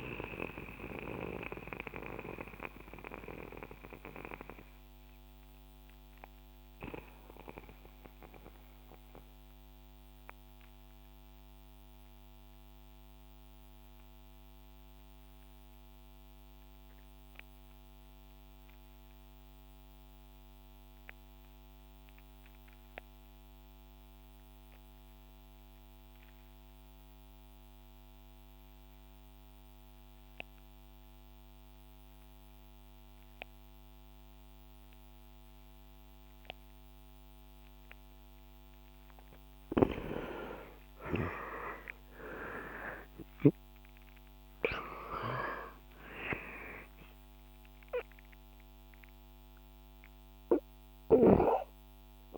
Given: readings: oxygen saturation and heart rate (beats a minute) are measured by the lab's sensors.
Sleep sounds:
breathing in sleep by a microphone on the trachea; 1
0.00-22.00 s: oxygen desaturation (device-marked, oxygen 79% lowest, heart rate 54 extreme)
0.50-38.00 s: mixed apnea (oxygen 95% before, 76% lowest, heart rate 74 before, 54 extreme, up 23 after)
33.00-52.37 s: oxygen desaturation (device-marked, oxygen 99% before, 76% lowest, heart rate 65 before, 56 extreme)
40.50-46.50 s: arousal
51.00-52.37 s: snoring (device-marked)
From the record:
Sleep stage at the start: REM sleep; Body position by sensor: on the back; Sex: male

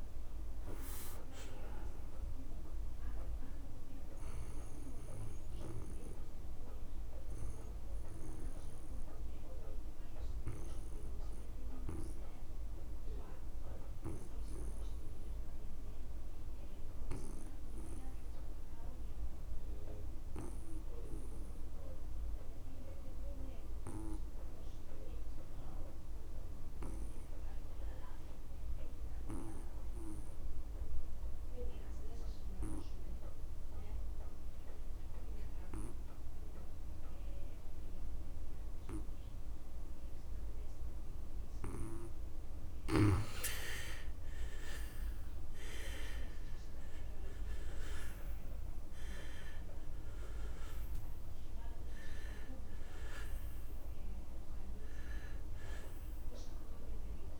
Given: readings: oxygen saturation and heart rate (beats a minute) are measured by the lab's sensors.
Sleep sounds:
breathing in sleep by a room microphone; 1
0.00-17.50 s: oxygen desaturation (device-marked, oxygen 78% lowest)
5.00-42.50 s: obstructive apnea (oxygen 96% before, 76% lowest)
33.50-57.40 s: oxygen desaturation (device-marked, oxygen 99% before, 76% lowest)
46.50-50.50 s: arousal
From the record:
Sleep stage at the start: N2 (light sleep); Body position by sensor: on the back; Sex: male

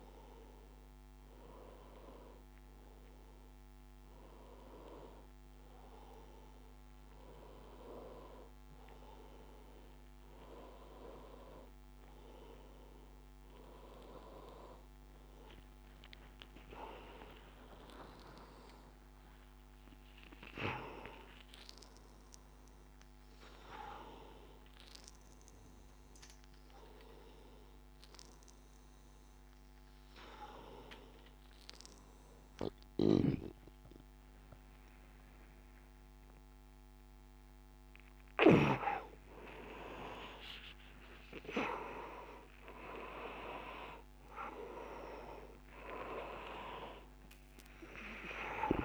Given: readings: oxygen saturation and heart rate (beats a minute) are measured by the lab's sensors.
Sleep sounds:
a person awake in a sleep study, by a microphone on the trachea; none
32.50-38.50 s: snoring (device-marked)
From the record:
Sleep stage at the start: awake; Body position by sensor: upright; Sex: male

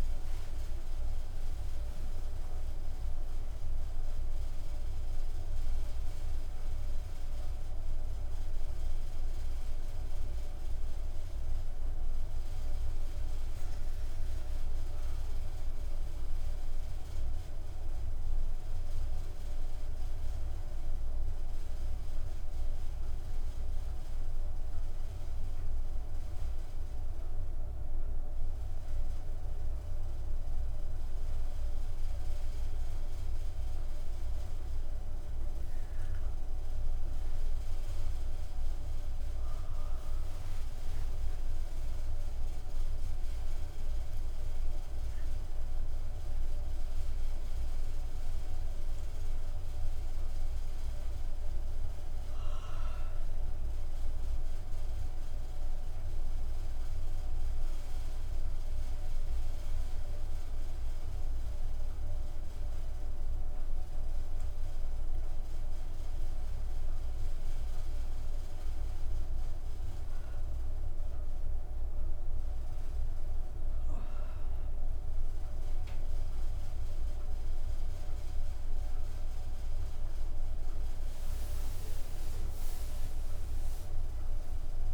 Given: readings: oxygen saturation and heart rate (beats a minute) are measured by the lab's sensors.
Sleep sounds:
a person awake in a sleep study, hard to hear, by a room microphone; none
10.00-40.00 s: new sleep stage, N1 (lightest sleep)
40.00-84.94 s: new sleep stage, awake
From the record:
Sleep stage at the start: awake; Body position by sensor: on the back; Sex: female

